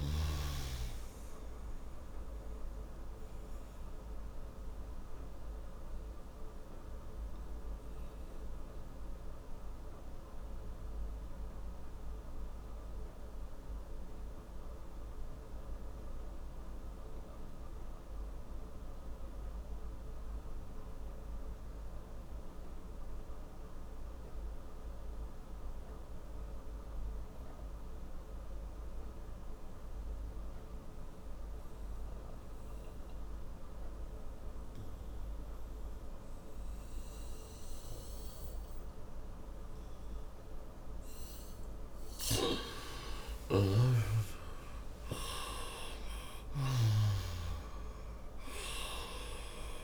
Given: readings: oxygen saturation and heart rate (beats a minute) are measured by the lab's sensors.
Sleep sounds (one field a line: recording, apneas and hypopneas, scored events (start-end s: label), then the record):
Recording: breathing in sleep by a room microphone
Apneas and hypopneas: 1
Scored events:
2.50-23.50 s: oxygen desaturation (device-marked, oxygen 95% before, 89% lowest, heart rate 89 before, 57 extreme)
4.50-40.50 s: mixed apnea (oxygen 98% before, 89% lowest, heart rate 91 before, 57 extreme, up 46 after)
41.50-46.50 s: snoring (device-marked)
41.50-49.84 s: oxygen desaturation (device-marked, oxygen 97% before, 89% lowest, heart rate 61 before, 57 extreme)
42.00-46.50 s: arousal
From the record:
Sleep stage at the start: N2 (light sleep)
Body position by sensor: on the right side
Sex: male